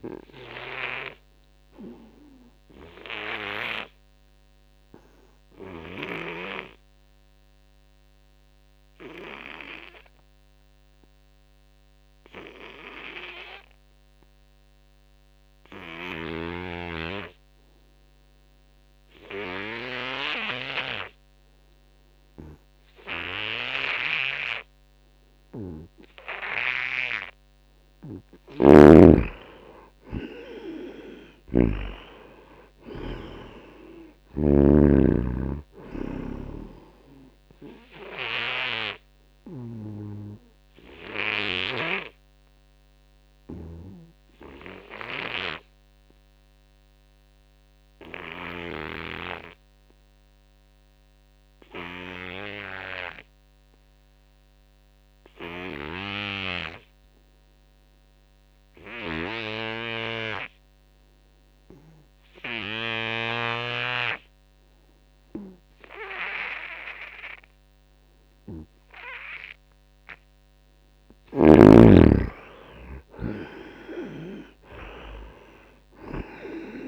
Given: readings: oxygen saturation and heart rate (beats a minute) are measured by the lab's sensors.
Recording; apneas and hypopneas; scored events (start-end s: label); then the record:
breathing in sleep by a microphone on the trachea; 2
0.00-16.00 s: oxygen desaturation (device-marked, oxygen 84% lowest, heart rate 79 extreme)
1.50-27.00 s: obstructive apnea (oxygen 96% before, 81% lowest, heart rate 83 before, 79 extreme, up 6 after)
27.00-48.00 s: oxygen desaturation (device-marked, oxygen 97% before, 82% lowest, heart rate 82 before, 81 extreme)
28.00-34.50 s: snoring (device-marked)
28.50-32.50 s: arousal
37.00-39.00 s: long interval between heartbeats (device-marked, heart rate 82 before, 97 extreme)
37.50-70.00 s: obstructive apnea (oxygen 97% before, 79% lowest, heart rate 82 before, 81 extreme, up 10 after)
60.00-76.88 s: oxygen desaturation (device-marked, oxygen 98% before, 79% lowest, heart rate 86 before, 79 extreme)
71.00-73.00 s: long interval between heartbeats (device-marked, heart rate 82 before, 90 extreme)
72.00-75.50 s: arousal
From the record:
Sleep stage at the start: N2 (light sleep); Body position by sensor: on the front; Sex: male